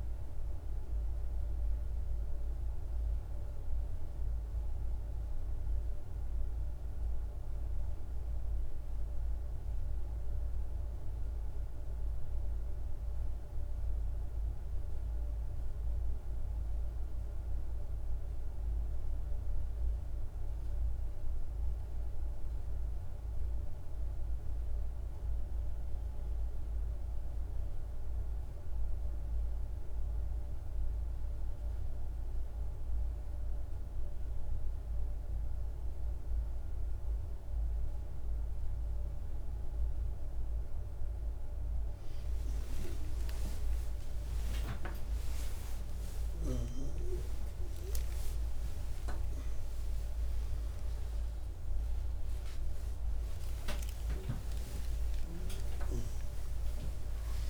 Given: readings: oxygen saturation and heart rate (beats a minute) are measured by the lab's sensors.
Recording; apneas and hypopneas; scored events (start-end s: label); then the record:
a person partly awake in a sleep study, by a room microphone; none
39.50-57.50 s: new sleep stage, awake
From the record:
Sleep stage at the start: N1 (lightest sleep); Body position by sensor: on the back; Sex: male